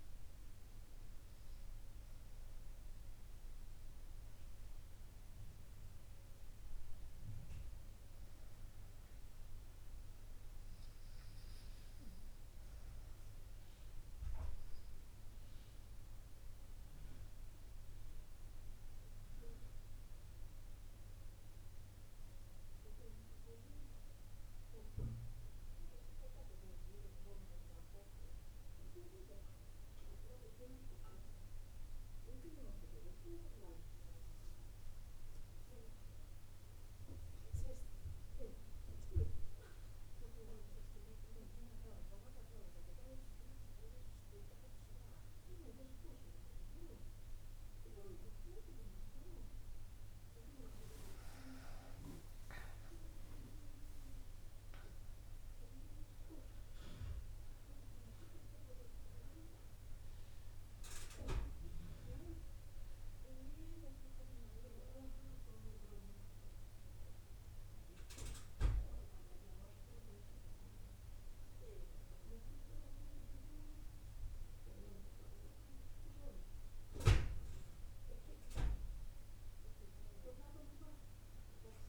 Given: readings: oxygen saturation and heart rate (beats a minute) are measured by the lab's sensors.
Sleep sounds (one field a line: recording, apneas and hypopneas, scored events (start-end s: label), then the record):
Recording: breathing in sleep by a room microphone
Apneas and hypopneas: none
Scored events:
37.00-81.89 s: new sleep stage, REM sleep
51.00-55.00 s: arousal
From the record:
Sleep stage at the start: N2 (light sleep)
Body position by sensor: on the right side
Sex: female